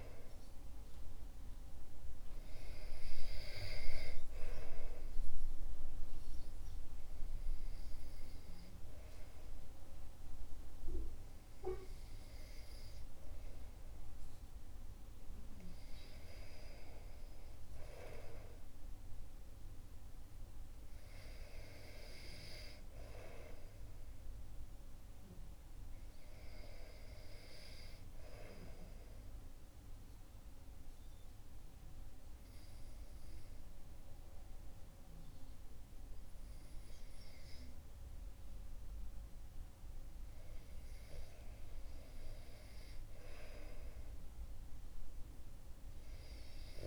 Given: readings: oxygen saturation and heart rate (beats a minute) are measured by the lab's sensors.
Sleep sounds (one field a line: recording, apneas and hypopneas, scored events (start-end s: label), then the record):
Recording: breathing in sleep by a room microphone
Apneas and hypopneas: 2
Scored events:
4.50-14.50 s: hypopnea (oxygen 98% before, 94% lowest, heart rate 62 before, 60 extreme, up 4 after)
17.50-21.50 s: arousal
27.00-40.00 s: obstructive apnea (oxygen 97% before, 94% lowest, heart rate 63 before, 60 extreme, up 2 after)
43.00-46.87 s: arousal
45.50-46.87 s: oxygen desaturation (device-marked, oxygen 97% before, 94% lowest, heart rate 61 before, 55 extreme)
From the record:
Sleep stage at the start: REM sleep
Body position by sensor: on the back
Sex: male